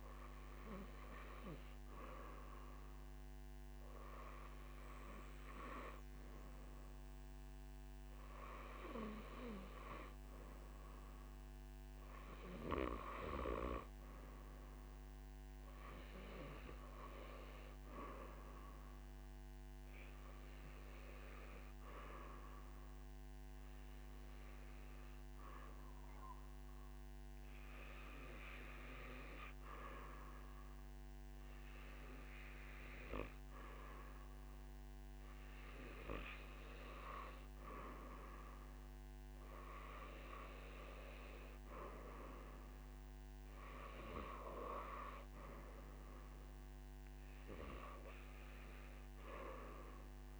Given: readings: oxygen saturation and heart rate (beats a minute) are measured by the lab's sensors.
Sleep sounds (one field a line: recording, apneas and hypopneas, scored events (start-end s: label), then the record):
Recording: breathing in sleep by a microphone on the trachea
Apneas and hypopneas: 1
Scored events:
21.50-50.40 s: new sleep stage, N3 (deep sleep)
24.00-37.00 s: hypopnea (oxygen 96% before, 94% lowest, heart rate 63 before, 60 extreme, up 0 after)
From the record:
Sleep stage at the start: N2 (light sleep)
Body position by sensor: on the right side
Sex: male